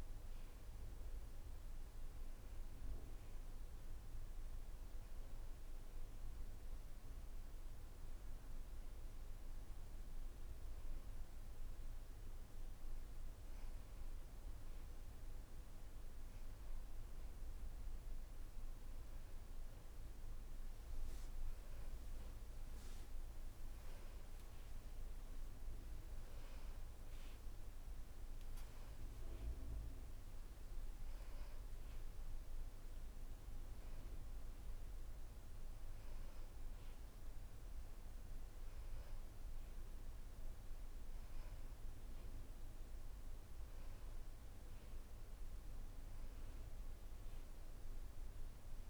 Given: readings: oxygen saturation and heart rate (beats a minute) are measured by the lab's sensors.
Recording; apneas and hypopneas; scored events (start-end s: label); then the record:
breathing in sleep, hard to hear, by a room microphone; none
none scored
From the record:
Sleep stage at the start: N1 (lightest sleep); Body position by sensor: on the back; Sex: female